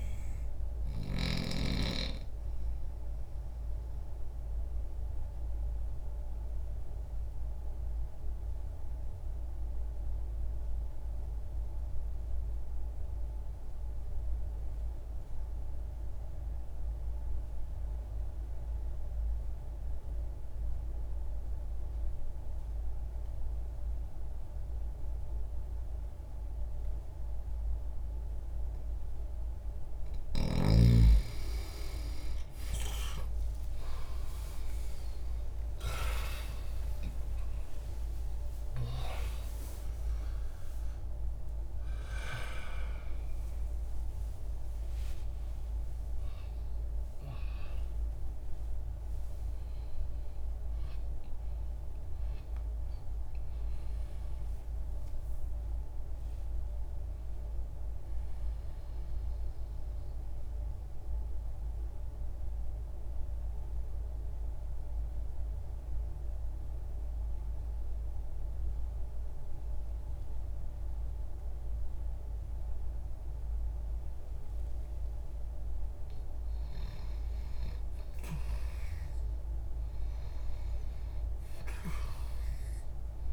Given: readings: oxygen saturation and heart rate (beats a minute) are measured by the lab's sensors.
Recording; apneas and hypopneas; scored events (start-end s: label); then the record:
breathing in sleep by a room microphone; 2
3.00-29.50 s: obstructive apnea (oxygen 95% before, 86% lowest, heart rate 61 before, 60 extreme, up 45 after)
11.50-23.50 s: oxygen desaturation (device-marked, oxygen 94% before, 86% lowest, heart rate 61 before, 60 extreme)
29.50-37.50 s: oxygen desaturation (device-marked, oxygen 97% before, 93% lowest, heart rate 60 before, 64 extreme)
33.50-83.32 s: new sleep stage, N1 (lightest sleep)
34.00-40.00 s: arousal
58.50-70.50 s: oxygen desaturation (device-marked, oxygen 95% before, 90% lowest, heart rate 86 before, 60 extreme)
59.00-75.50 s: obstructive apnea (oxygen 96% before, 88% lowest, heart rate 86 before, 60 extreme, up 0 after)
78.00-82.50 s: arousal
From the record:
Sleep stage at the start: N2 (light sleep); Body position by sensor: on the left side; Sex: male